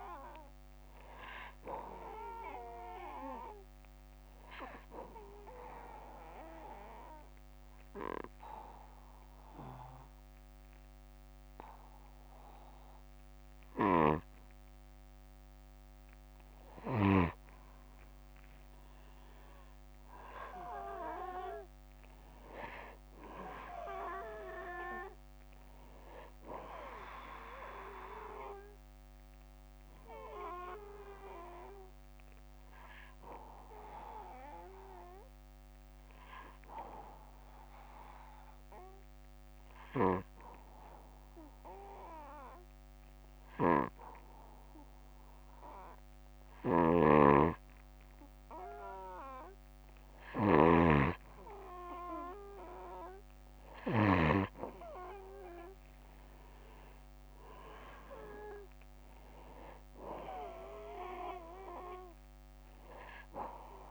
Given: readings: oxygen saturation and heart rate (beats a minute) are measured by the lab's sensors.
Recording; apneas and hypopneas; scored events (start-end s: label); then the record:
breathing in sleep by a microphone on the trachea; 2
1.00-63.91 s: new sleep stage, N2 (light sleep)
3.50-15.50 s: obstructive apnea (oxygen 97% before, 93% lowest, heart rate 60 before, 60 extreme, up 4 after)
19.00-22.50 s: arousal
30.00-49.00 s: obstructive apnea (oxygen 96% before, 93% lowest, heart rate 64 before, 58 extreme, up 4 after)
46.00-53.50 s: snoring (device-marked)
54.00-57.50 s: arousal
From the record:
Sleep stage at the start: N1 (lightest sleep); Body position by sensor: on the back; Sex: male